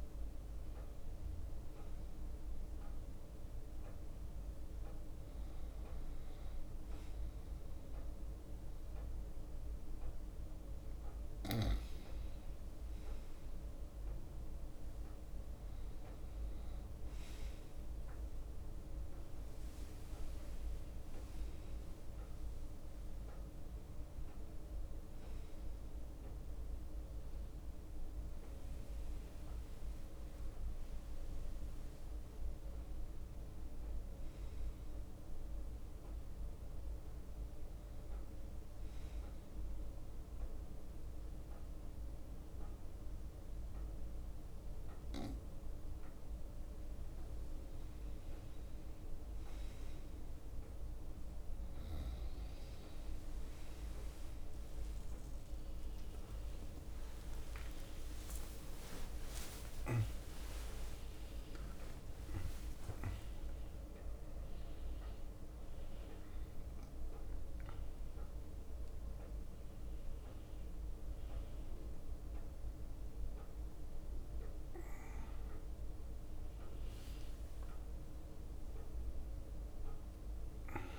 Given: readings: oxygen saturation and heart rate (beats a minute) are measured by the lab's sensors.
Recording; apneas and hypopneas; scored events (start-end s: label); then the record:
breathing in sleep, hard to hear, by a room microphone; 1
0.00-7.50 s: leg movement (device-marked)
10.50-15.00 s: leg movement (device-marked)
13.00-80.99 s: new sleep stage, N1 (lightest sleep)
15.00-29.00 s: drop in pulse transit time (device-marked, heart rate 70 before, 64 extreme)
15.50-22.00 s: leg movement (device-marked)
24.50-27.00 s: leg movement (device-marked)
27.50-36.00 s: leg movement (device-marked)
32.00-36.00 s: arousal
37.50-44.50 s: leg movement (device-marked)
39.50-49.50 s: mixed apnea (oxygen 97% before, 94% lowest, heart rate 68 before, 62 extreme, up 36 after)
47.00-51.00 s: leg movement (device-marked)
55.00-57.00 s: long interval between heartbeats (device-marked, heart rate 65 before, 77 extreme)
55.00-62.00 s: tachycardia (device-marked, heart rate 66 before, 136 extreme)
56.00-62.50 s: arousal
57.50-59.50 s: long interval between heartbeats (device-marked, heart rate 66 before, 98 extreme)
60.00-62.00 s: long interval between heartbeats (device-marked, heart rate 73 before, 126 extreme)
68.00-73.00 s: leg movement (device-marked)
77.00-78.50 s: leg movement (device-marked)
From the record:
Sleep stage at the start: N2 (light sleep); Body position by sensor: on the right side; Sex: male